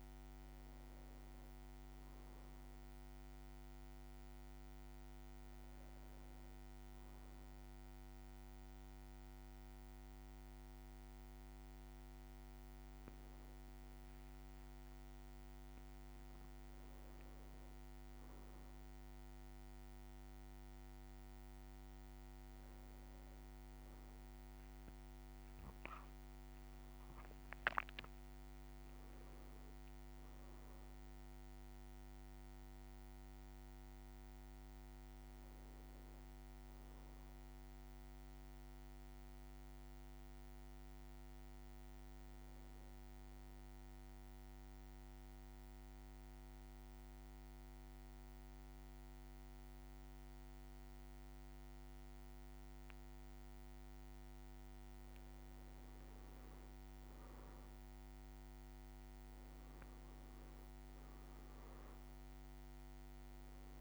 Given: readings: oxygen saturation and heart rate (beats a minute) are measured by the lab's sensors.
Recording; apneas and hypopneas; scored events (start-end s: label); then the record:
breathing in sleep, hard to hear, by a microphone on the trachea; 1
0.00-17.50 s: oxygen desaturation (device-marked, oxygen 94% lowest, heart rate 55 extreme)
12.50-16.00 s: leg movement (device-marked)
36.00-40.00 s: arousal
43.00-54.50 s: central apnea (oxygen 98% before, 94% lowest, heart rate 60 before, 55 extreme, up 4 after)
56.50-60.00 s: leg movement (device-marked)
57.50-62.00 s: arousal
From the record:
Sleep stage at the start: N1 (lightest sleep); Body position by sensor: on the back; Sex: male